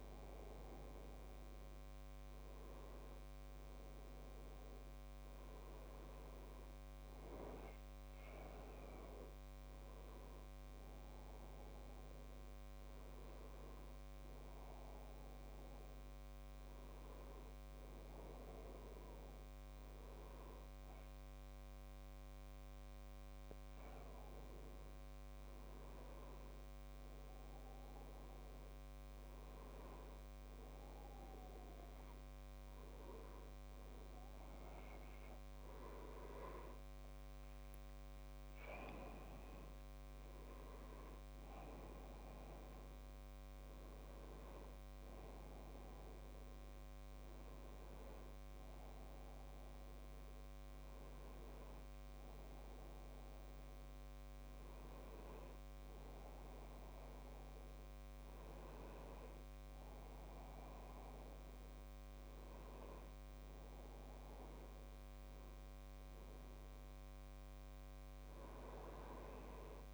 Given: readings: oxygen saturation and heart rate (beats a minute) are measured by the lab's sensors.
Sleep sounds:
breathing in sleep by a microphone on the trachea; none
none scored
From the record:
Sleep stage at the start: N1 (lightest sleep); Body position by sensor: on the back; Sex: male

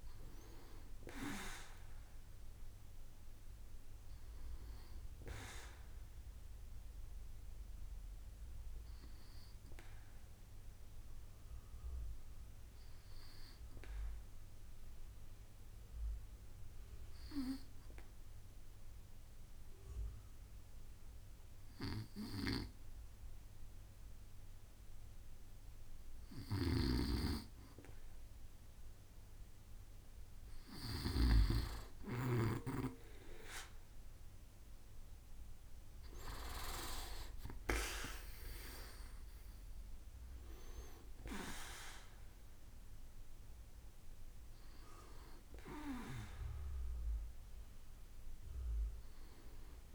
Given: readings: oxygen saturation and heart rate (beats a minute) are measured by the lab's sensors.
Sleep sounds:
breathing in sleep by a room microphone; 1
14.00-27.50 s: obstructive apnea (oxygen 98% before, 95% lowest, heart rate 69 before, 64 extreme, up 4 after)
31.50-36.00 s: arousal
From the record:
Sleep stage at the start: N2 (light sleep); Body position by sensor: on the back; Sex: male

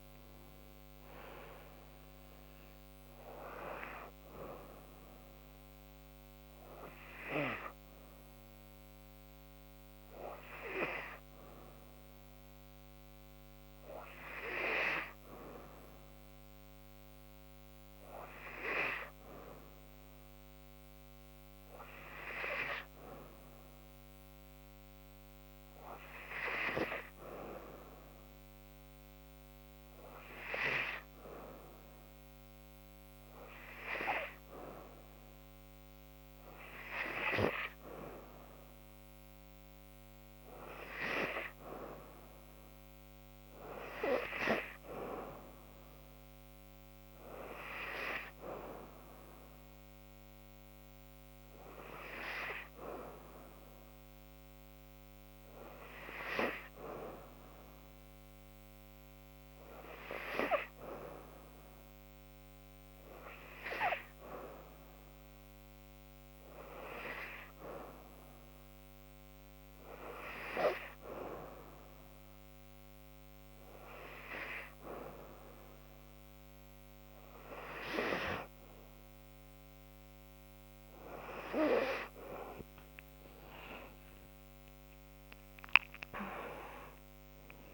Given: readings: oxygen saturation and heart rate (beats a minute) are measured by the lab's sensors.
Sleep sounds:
breathing in sleep by a microphone on the trachea; 2
7.00-25.00 s: hypopnea (oxygen 97% before, 91% lowest, heart rate 80 before, 66 extreme, up 4 after)
24.50-58.50 s: oxygen desaturation (device-marked, oxygen 97% before, 91% lowest, heart rate 69 before, 72 extreme)
26.50-29.50 s: arousal
48.00-73.50 s: hypopnea (oxygen 97% before, 91% lowest, heart rate 73 before, 71 extreme, up 2 after)
83.00-86.50 s: arousal
From the record:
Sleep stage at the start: N2 (light sleep); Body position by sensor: on the back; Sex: female

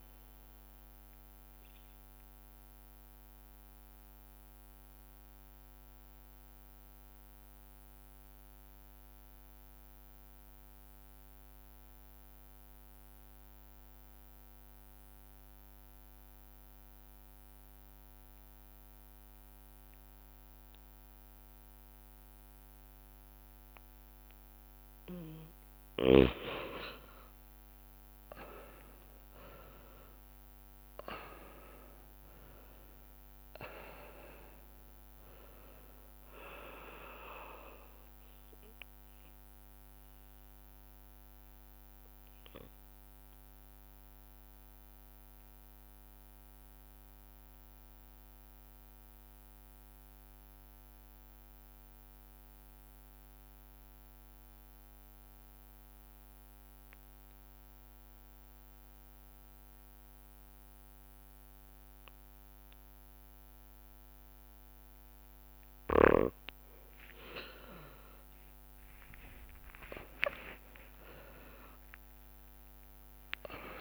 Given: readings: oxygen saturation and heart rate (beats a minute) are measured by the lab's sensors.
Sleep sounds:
breathing in sleep by a microphone on the trachea; 2
0.00-9.50 s: oxygen desaturation (device-marked, oxygen 91% lowest)
0.00-16.50 s: bradycardia (device-marked)
4.00-24.00 s: obstructive apnea (oxygen 99% before, 91% lowest)
29.50-33.50 s: arousal
36.50-53.50 s: oxygen desaturation (device-marked, oxygen 96% before, 91% lowest)
40.00-65.50 s: obstructive apnea (oxygen 99% before, 91% lowest)
67.50-71.00 s: arousal
70.50-72.50 s: long interval between heartbeats (device-marked)
72.50-73.81 s: drop in pulse transit time (device-marked)
From the record:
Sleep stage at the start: N2 (light sleep); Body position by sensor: on the back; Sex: male

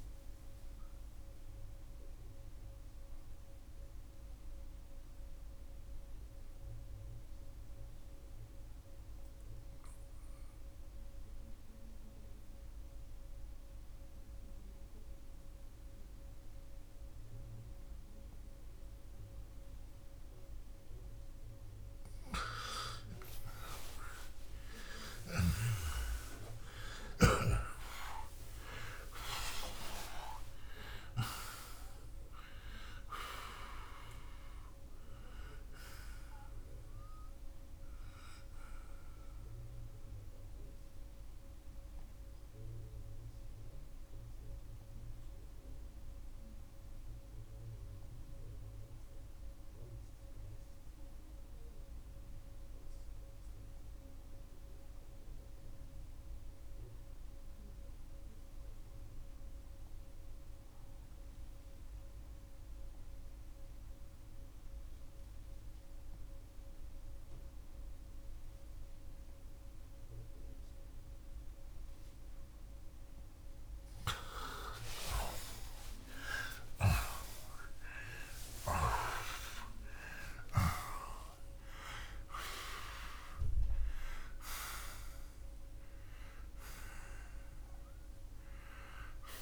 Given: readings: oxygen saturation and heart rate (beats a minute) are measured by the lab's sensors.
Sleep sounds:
breathing in sleep by a room microphone; 2
1.00-21.50 s: mixed apnea (oxygen 95% before, 82% lowest, heart rate 104 before, 60 extreme)
4.00-27.00 s: oxygen desaturation (device-marked, oxygen 93% before, 82% lowest, heart rate 91 before, 59 extreme)
24.00-29.50 s: arousal
42.00-71.50 s: mixed apnea (oxygen 96% before, 83% lowest, heart rate 112 before, 67 extreme)
49.00-70.00 s: oxygen desaturation (device-marked, oxygen 94% before, 84% lowest, heart rate 96 before, 67 extreme)
75.00-81.00 s: arousal
83.00-89.42 s: oxygen desaturation (device-marked, oxygen 95% before, 91% lowest, heart rate 94 before, 66 extreme)
From the record:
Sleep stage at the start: N2 (light sleep); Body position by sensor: on the back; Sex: male

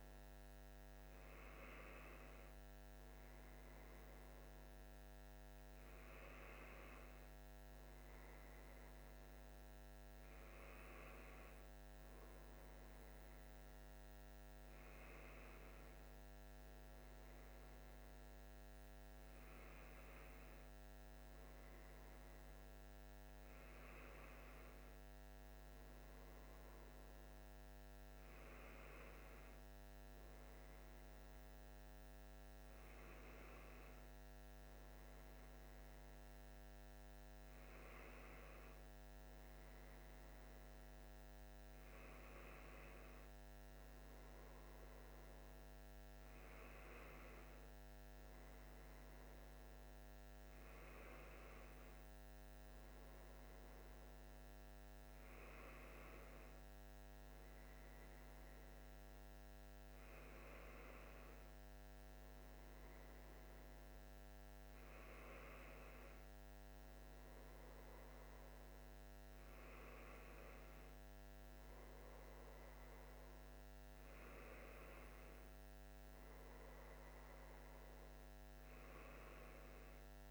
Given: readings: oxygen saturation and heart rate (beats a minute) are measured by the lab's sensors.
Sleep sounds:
breathing in sleep, hard to hear, by a microphone on the trachea; none
none scored
From the record:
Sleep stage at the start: N1 (lightest sleep); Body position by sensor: on the left side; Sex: male

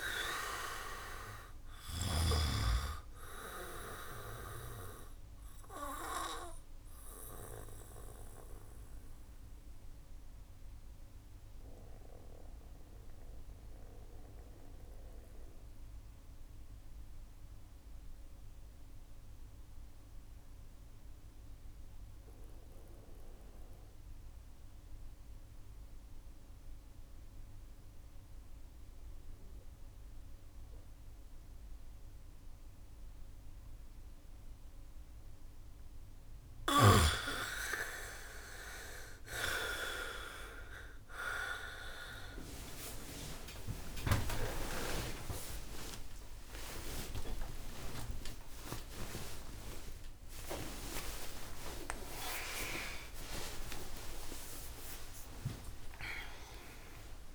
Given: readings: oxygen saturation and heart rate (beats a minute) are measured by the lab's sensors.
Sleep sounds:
breathing in sleep by a room microphone; 1
0.00-21.00 s: oxygen desaturation (device-marked, oxygen 82% lowest, heart rate 56 extreme)
7.50-36.00 s: obstructive apnea (oxygen 98% before, 82% lowest, heart rate 65 before, 59 extreme, up 12 after)
33.00-57.35 s: oxygen desaturation (device-marked, oxygen 98% before, 85% lowest, heart rate 69 before, 59 extreme)
36.00-38.00 s: bradycardia (device-marked, heart rate 68 before, 63 extreme)
38.00-40.00 s: long interval between heartbeats (device-marked, heart rate 68 before, 59 extreme)
43.00-50.50 s: arousal
43.50-45.50 s: long interval between heartbeats (device-marked, heart rate 66 before, 75 extreme)
45.50-47.50 s: long interval between heartbeats (device-marked, heart rate 66 before, 81 extreme)
48.00-50.00 s: long interval between heartbeats (device-marked, heart rate 72 before, 125 extreme)
50.00-52.00 s: long interval between heartbeats (device-marked, heart rate 78 before, 153 extreme)
53.00-57.35 s: new sleep stage, N1 (lightest sleep)
53.50-55.50 s: long interval between heartbeats (device-marked, heart rate 90 before, 113 extreme)
From the record:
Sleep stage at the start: N2 (light sleep); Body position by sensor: on the back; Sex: male

